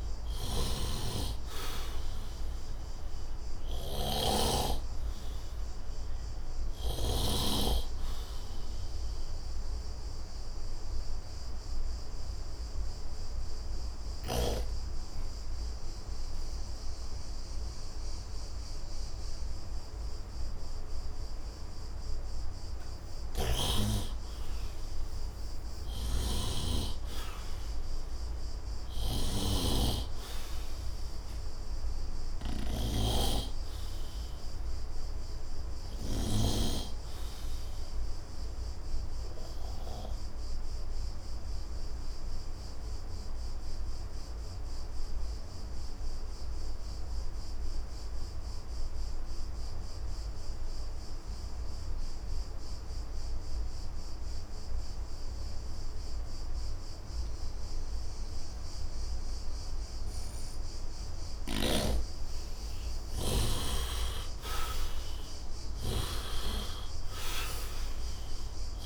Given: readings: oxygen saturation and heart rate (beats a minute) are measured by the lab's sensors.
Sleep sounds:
breathing in sleep by a room microphone; 2
0.00-7.00 s: snoring (device-marked)
0.00-18.00 s: oxygen desaturation (device-marked, oxygen 74% lowest, heart rate 74 extreme)
4.50-24.00 s: obstructive apnea (oxygen 99% before, 74% lowest, heart rate 80 before, 68 extreme, up 3 after)
23.00-36.50 s: snoring (device-marked)
26.00-30.00 s: arousal
33.00-60.50 s: obstructive apnea (oxygen 100% before, 80% lowest, heart rate 81 before, 68 extreme, up 9 after)
34.00-44.00 s: oxygen desaturation (device-marked, oxygen 99% before, 91% lowest, heart rate 81 before, 68 extreme)
57.00-68.86 s: oxygen desaturation (device-marked, oxygen 97% before, 80% lowest, heart rate 73 before, 65 extreme)
63.50-68.86 s: snoring (device-marked)
64.50-68.86 s: arousal
From the record:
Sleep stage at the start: N2 (light sleep); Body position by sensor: on the right side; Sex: male

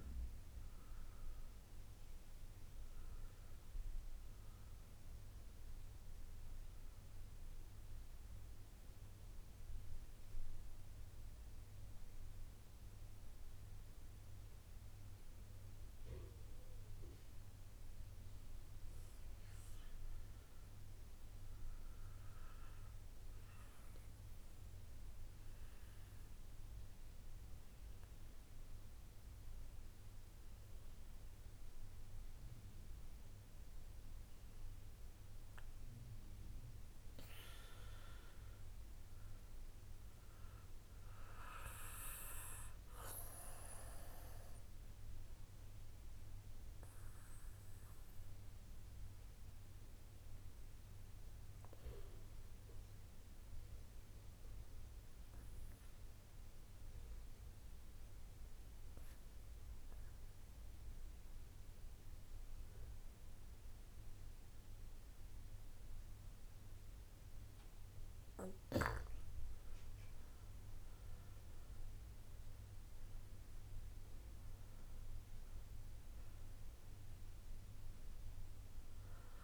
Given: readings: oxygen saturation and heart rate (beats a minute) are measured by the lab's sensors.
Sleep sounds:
breathing in sleep by a room microphone; 2
0.50-7.50 s: oxygen desaturation (device-marked, oxygen 95% before, 91% lowest, heart rate 58 before, 52 extreme)
17.00-20.50 s: arousal
24.50-35.50 s: obstructive apnea (oxygen 96% before, 88% lowest, heart rate 62 before, 58 extreme, up 7 after)
38.50-42.50 s: arousal
44.50-60.50 s: oxygen desaturation (device-marked, oxygen 94% before, 90% lowest, heart rate 61 before, 44 extreme)
48.00-67.50 s: obstructive apnea (oxygen 96% before, 88% lowest, heart rate 63 before, 44 extreme, up 5 after)
68.50-72.50 s: arousal
73.50-79.44 s: oxygen desaturation (device-marked, oxygen 95% before, 88% lowest, heart rate 60 before, 40 extreme)
From the record:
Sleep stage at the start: N2 (light sleep); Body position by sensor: on the back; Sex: male

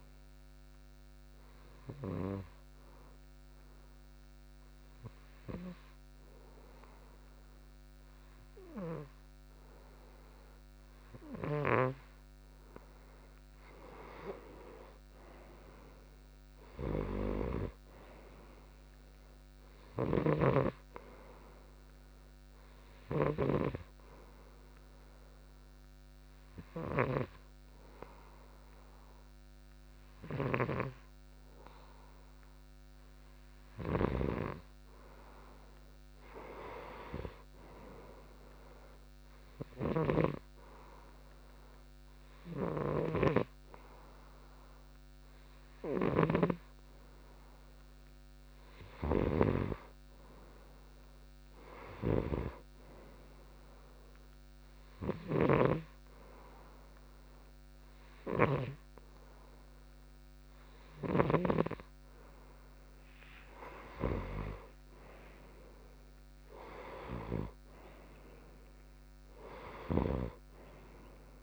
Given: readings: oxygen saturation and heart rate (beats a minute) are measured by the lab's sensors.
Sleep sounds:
breathing in sleep by a microphone on the trachea; 3
0.00-1.50 s: oxygen desaturation (device-marked, oxygen 92% lowest, heart rate 66 extreme)
2.50-12.50 s: obstructive apnea (oxygen 96% before, 90% lowest, heart rate 85 before, 66 extreme, up 41 after)
3.50-11.50 s: oxygen desaturation (device-marked, oxygen 93% before, 90% lowest, heart rate 90 before, 66 extreme)
15.00-18.00 s: arousal
20.50-24.00 s: snoring (device-marked)
24.50-35.50 s: obstructive apnea (oxygen 95% before, 92% lowest)
37.00-41.00 s: arousal
46.50-62.00 s: snoring (device-marked)
54.00-64.00 s: hypopnea (oxygen 95% before, 92% lowest)
65.50-69.50 s: arousal
From the record:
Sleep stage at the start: N2 (light sleep); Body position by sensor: on the right side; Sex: male

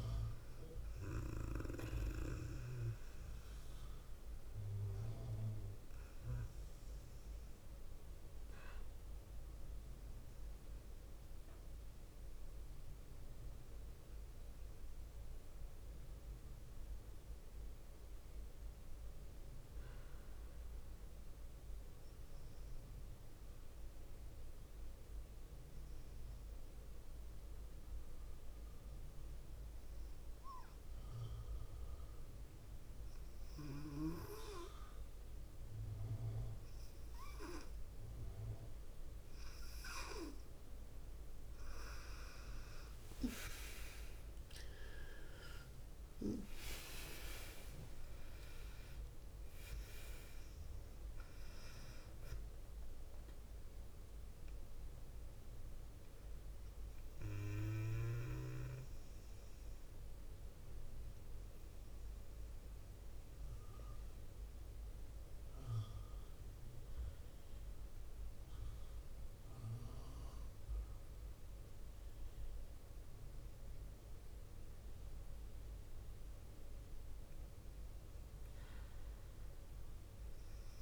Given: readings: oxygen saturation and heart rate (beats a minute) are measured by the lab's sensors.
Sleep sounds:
breathing in sleep by a room microphone; 2
0.00-16.50 s: oxygen desaturation (device-marked, oxygen 92% lowest, heart rate 49 extreme)
18.00-21.50 s: arousal
24.50-38.00 s: obstructive apnea (oxygen 100% before, 92% lowest, heart rate 50 before, 47 extreme, up 4 after)
30.50-55.50 s: oxygen desaturation (device-marked, oxygen 100% before, 94% lowest, heart rate 50 before, 46 extreme)
42.50-47.00 s: arousal
61.00-73.00 s: mixed apnea (oxygen 98% before, 92% lowest, heart rate 54 before, 47 extreme, up 8 after)
63.50-73.50 s: oxygen desaturation (device-marked, oxygen 95% before, 92% lowest, heart rate 53 before, 48 extreme)
75.00-79.00 s: arousal
From the record:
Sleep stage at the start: N2 (light sleep); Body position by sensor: on the left side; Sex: female

